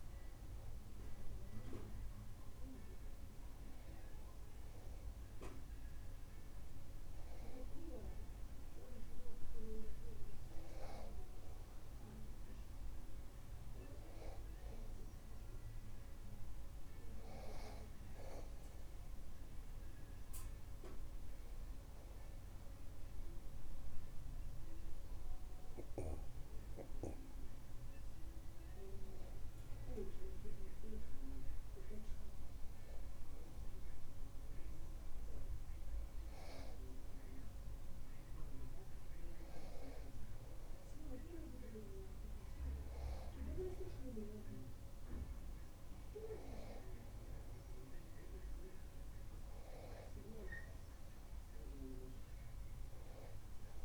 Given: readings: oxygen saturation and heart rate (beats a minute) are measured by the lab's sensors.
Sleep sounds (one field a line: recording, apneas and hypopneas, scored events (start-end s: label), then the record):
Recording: breathing in sleep by a room microphone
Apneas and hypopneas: none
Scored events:
48.00-52.50 s: arousal
From the record:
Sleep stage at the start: N2 (light sleep)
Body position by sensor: on the back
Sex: male